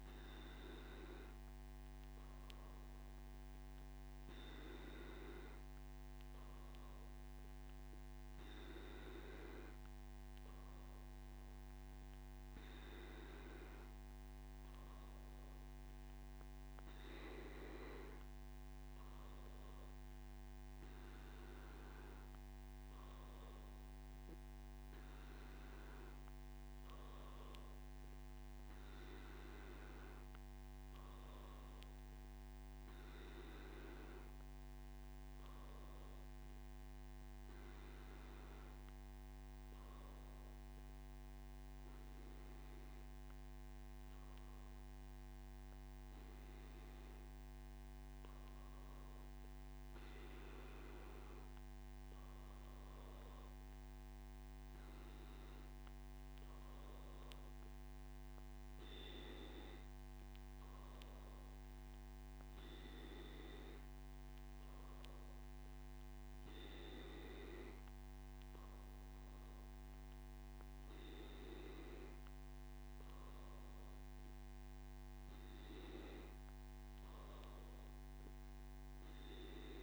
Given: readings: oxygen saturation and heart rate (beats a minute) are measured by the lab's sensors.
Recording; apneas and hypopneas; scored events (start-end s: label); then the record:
breathing in sleep by a microphone on the trachea; none
none scored
From the record:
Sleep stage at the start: N3 (deep sleep); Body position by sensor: on the back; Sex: male